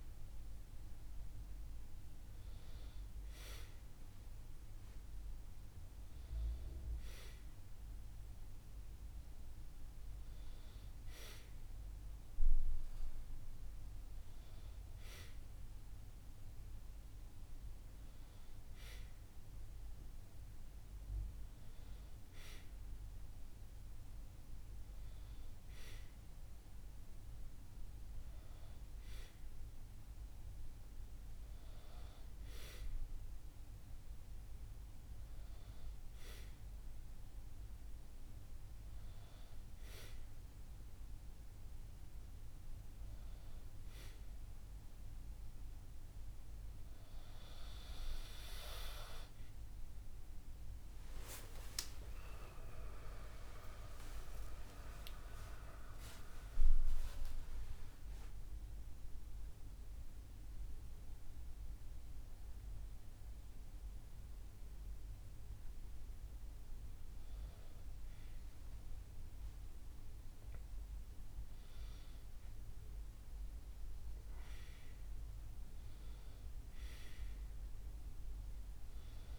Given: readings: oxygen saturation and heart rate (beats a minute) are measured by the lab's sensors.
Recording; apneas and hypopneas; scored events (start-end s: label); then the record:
a person partly awake in a sleep study, by a room microphone; none
15.00-79.39 s: new sleep stage, N1 (lightest sleep)
From the record:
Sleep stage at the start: awake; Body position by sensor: on the back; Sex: male